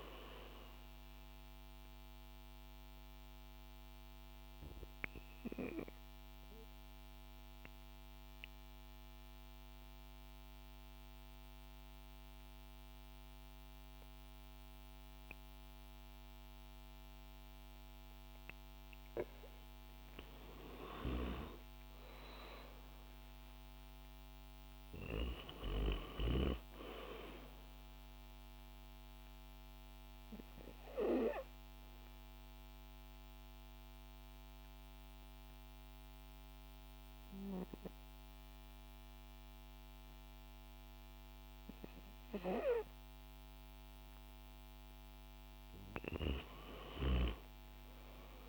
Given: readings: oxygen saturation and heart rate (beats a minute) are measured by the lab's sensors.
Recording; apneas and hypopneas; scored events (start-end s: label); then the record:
breathing in sleep by a microphone on the trachea; 2
2.00-18.50 s: obstructive apnea (oxygen 96% before, 92% lowest, heart rate 125 before, 99 extreme, up 30 after)
20.00-23.00 s: arousal
22.50-43.50 s: oxygen desaturation (device-marked, oxygen 97% before, 92% lowest, heart rate 155 before, 90 extreme)
29.50-43.50 s: obstructive apnea (oxygen 97% before, 92% lowest, heart rate 154 before, 90 extreme, up 43 after)
45.50-48.49 s: arousal
From the record:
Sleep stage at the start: N2 (light sleep); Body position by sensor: on the back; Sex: female